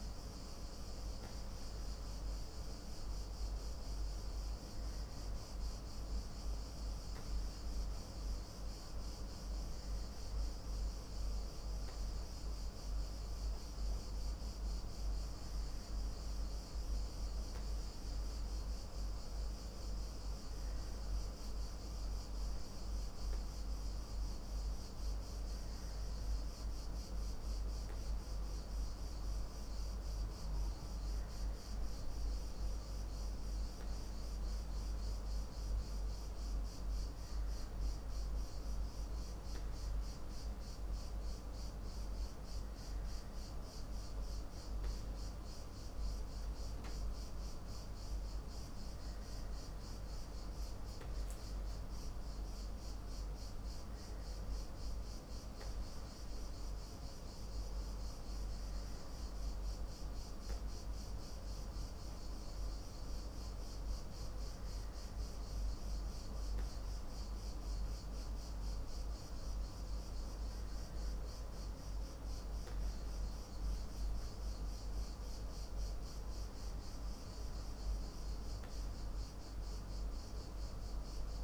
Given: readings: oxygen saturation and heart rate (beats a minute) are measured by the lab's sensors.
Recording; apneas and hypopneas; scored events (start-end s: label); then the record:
breathing in sleep, hard to hear, by a room microphone; none
none scored
From the record:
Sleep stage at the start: N2 (light sleep); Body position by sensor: on the back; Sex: male